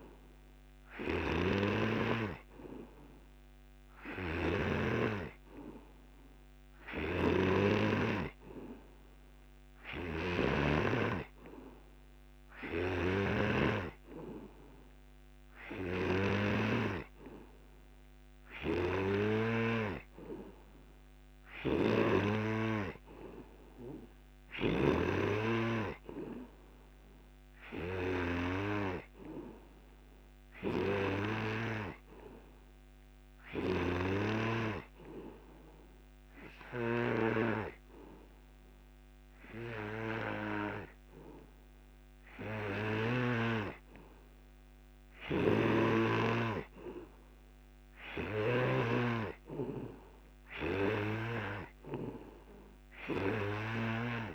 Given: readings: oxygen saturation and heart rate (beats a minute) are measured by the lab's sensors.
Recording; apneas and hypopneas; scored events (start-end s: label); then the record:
breathing in sleep by a microphone on the trachea; none
51.50-54.35 s: oxygen desaturation (device-marked, oxygen 93% before, 89% lowest)
From the record:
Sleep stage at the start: N3 (deep sleep); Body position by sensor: on the back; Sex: male